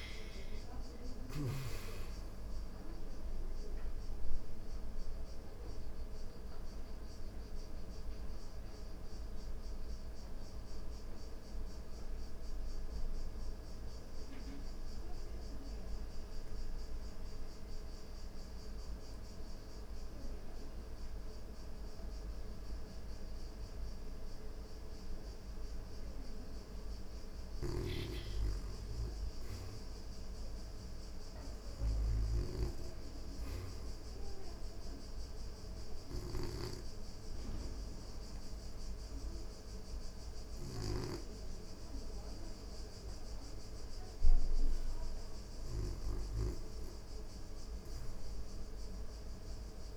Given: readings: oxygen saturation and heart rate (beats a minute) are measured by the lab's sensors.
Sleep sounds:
breathing in sleep by a room microphone; 2
0.00-12.50 s: oxygen desaturation (device-marked, oxygen 87% lowest, heart rate 88 extreme)
3.00-25.50 s: obstructive apnea (oxygen 99% before, 79% lowest, heart rate 92 before, 88 extreme, up 0 after)
20.50-44.50 s: oxygen desaturation (device-marked, oxygen 98% before, 79% lowest, heart rate 91 before, 88 extreme)
23.50-49.97 s: new sleep stage, REM sleep
26.50-29.50 s: arousal
26.50-40.00 s: snoring (device-marked)
32.50-44.00 s: obstructive apnea (oxygen 98% before, 79% lowest, heart rate 89 before, 89 extreme, up 1 after)
46.50-49.97 s: arousal
46.50-49.97 s: oxygen desaturation (device-marked, oxygen 89% before, 82% lowest, heart rate 89 before, 90 extreme)
From the record:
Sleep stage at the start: N2 (light sleep); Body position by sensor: on the back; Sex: female

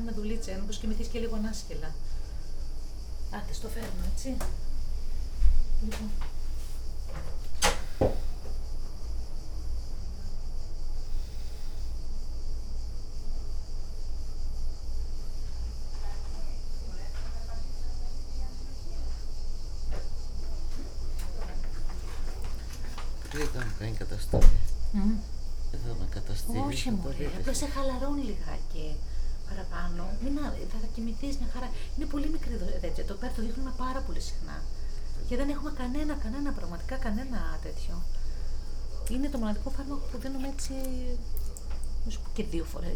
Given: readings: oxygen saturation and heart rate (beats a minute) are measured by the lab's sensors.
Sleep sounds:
a person awake in a sleep study, by a room microphone; none
5.00-6.50 s: leg movement (device-marked)
7.50-8.50 s: leg movement (device-marked)
22.50-24.00 s: leg movement (device-marked)
24.50-27.00 s: leg movement (device-marked)
31.50-35.50 s: leg movement (device-marked)
36.00-38.00 s: leg movement (device-marked)
38.00-42.50 s: leg movement (device-marked)
From the record:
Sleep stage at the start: awake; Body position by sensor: on the back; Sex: female

